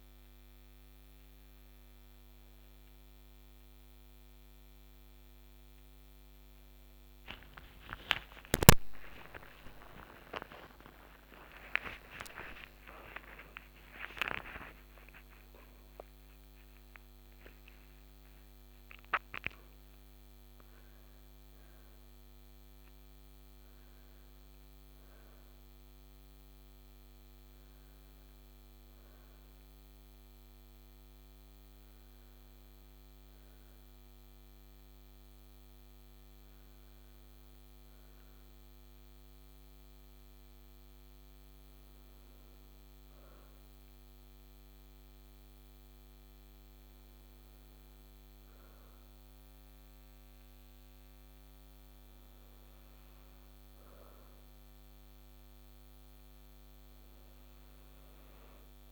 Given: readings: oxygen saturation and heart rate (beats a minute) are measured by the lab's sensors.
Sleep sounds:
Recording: breathing in sleep by a microphone on the trachea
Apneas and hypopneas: none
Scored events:
8.50-15.00 s: arousal
25.00-58.92 s: new sleep stage, N2 (light sleep)
From the record:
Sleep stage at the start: N1 (lightest sleep)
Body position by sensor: on the right side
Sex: female

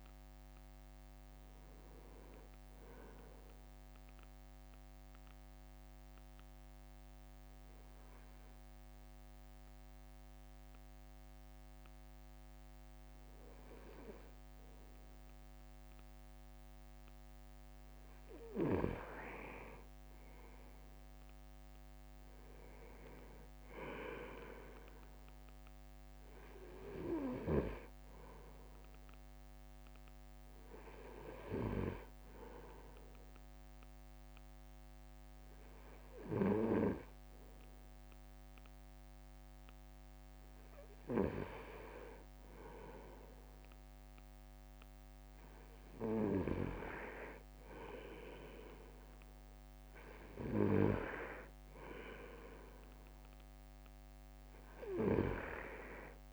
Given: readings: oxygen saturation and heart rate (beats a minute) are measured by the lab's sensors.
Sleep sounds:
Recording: breathing in sleep by a microphone on the trachea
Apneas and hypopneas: 2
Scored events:
0.00-3.00 s: drop in pulse transit time (device-marked, heart rate 57 extreme)
5.50-18.00 s: obstructive apnea (oxygen 98% before, 96% lowest, heart rate 58 before, 52 extreme, up 3 after)
19.50-23.00 s: arousal
21.50-24.00 s: leg movement (device-marked)
31.50-42.00 s: hypopnea (oxygen 98% before, 97% lowest, heart rate 56 before, 54 extreme, up 3 after)
43.50-46.50 s: arousal
From the record:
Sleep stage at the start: N2 (light sleep)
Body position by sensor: on the right side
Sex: male

